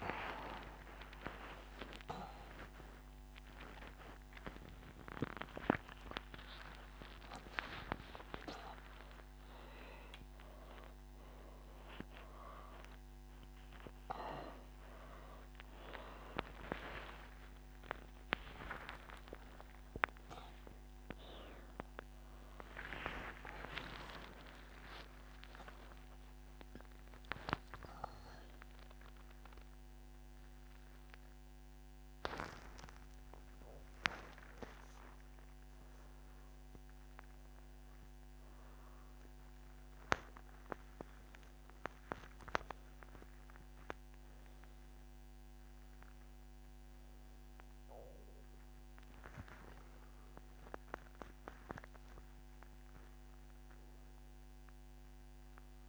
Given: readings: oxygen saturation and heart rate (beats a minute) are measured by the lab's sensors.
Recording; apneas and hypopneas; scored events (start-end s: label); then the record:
breathing in sleep by a microphone on the trachea; none
none scored
From the record:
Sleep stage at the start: N2 (light sleep); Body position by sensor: on the back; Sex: male